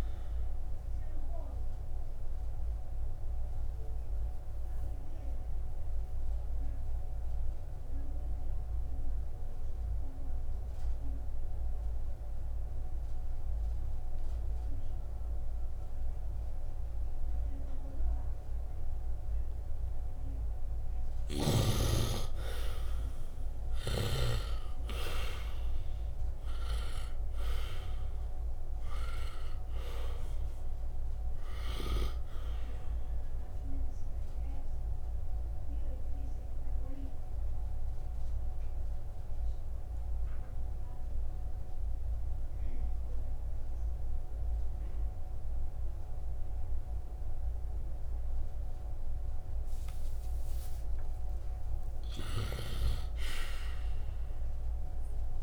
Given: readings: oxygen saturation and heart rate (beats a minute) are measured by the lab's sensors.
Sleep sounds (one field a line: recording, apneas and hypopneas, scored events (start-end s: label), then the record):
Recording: breathing in sleep by a room microphone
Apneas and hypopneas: 2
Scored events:
0.00-4.00 s: oxygen desaturation (device-marked, oxygen 88% lowest, heart rate 58 extreme)
2.00-21.00 s: obstructive apnea (oxygen 100% before, 83% lowest, heart rate 67 before, 58 extreme, up 0 after)
22.00-47.00 s: oxygen desaturation (device-marked, oxygen 98% before, 83% lowest, heart rate 67 before, 61 extreme)
22.50-27.00 s: arousal
34.00-51.00 s: obstructive apnea (oxygen 98% before, 83% lowest, heart rate 62 before, 62 extreme)
53.00-55.43 s: arousal
From the record:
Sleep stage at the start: N2 (light sleep)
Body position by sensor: on the right side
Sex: male